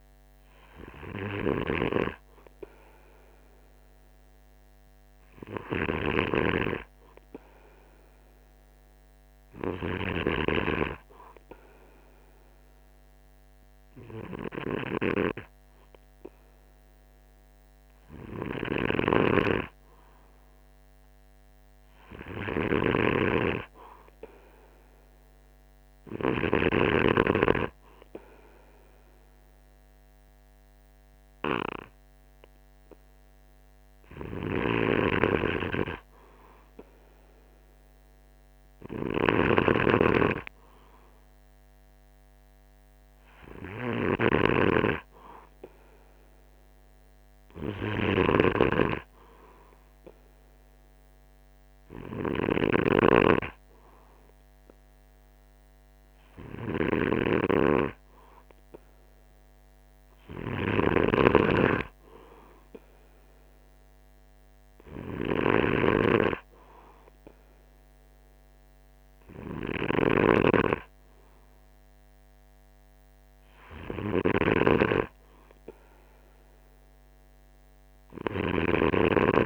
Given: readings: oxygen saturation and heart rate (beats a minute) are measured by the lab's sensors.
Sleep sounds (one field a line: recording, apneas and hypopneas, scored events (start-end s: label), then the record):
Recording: breathing in sleep by a microphone on the trachea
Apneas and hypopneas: none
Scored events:
none scored
From the record:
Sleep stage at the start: N2 (light sleep)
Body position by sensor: on the right side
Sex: male